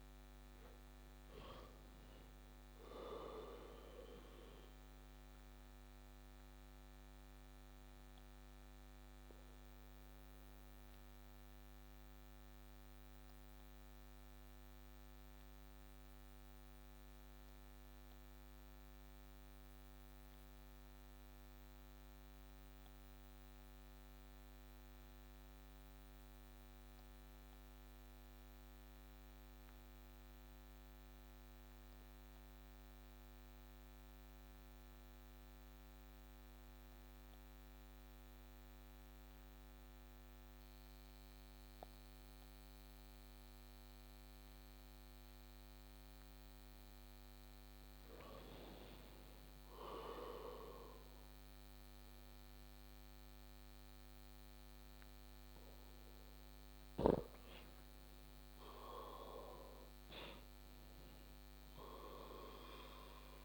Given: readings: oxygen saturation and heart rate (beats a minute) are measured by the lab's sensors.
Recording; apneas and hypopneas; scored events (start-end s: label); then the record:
breathing in sleep by a microphone on the trachea; 1
0.00-26.50 s: oxygen desaturation (device-marked, oxygen 91% lowest)
7.50-47.50 s: obstructive apnea (oxygen 97% before, 89% lowest)
49.00-52.50 s: arousal
52.50-63.45 s: oxygen desaturation (device-marked, oxygen 97% before, 89% lowest)
From the record:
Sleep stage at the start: N2 (light sleep); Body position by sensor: on the back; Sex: male